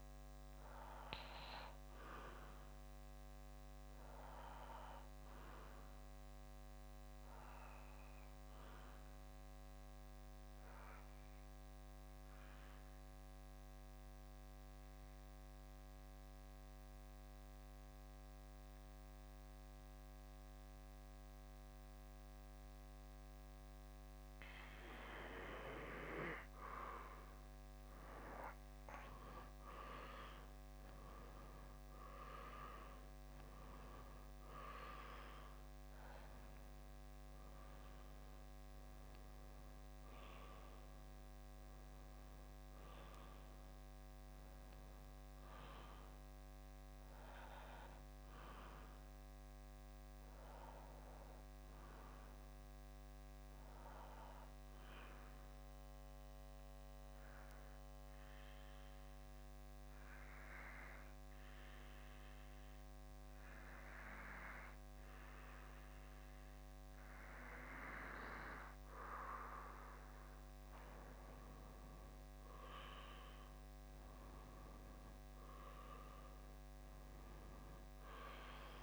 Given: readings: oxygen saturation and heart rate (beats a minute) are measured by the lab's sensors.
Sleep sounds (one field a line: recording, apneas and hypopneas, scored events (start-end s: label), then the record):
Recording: breathing in sleep by a microphone on the trachea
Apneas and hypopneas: 2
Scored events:
3.00-26.50 s: obstructive apnea (oxygen 96% before, 88% lowest, heart rate 68 before, 63 extreme, up 6 after)
6.50-21.50 s: oxygen desaturation (device-marked, oxygen 95% before, 88% lowest, heart rate 68 before, 63 extreme)
28.50-32.00 s: arousal
52.00-71.50 s: obstructive apnea (oxygen 97% before, 92% lowest, heart rate 67 before, 61 extreme, up 5 after)
73.00-76.00 s: arousal
From the record:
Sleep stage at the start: N2 (light sleep)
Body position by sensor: on the back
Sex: male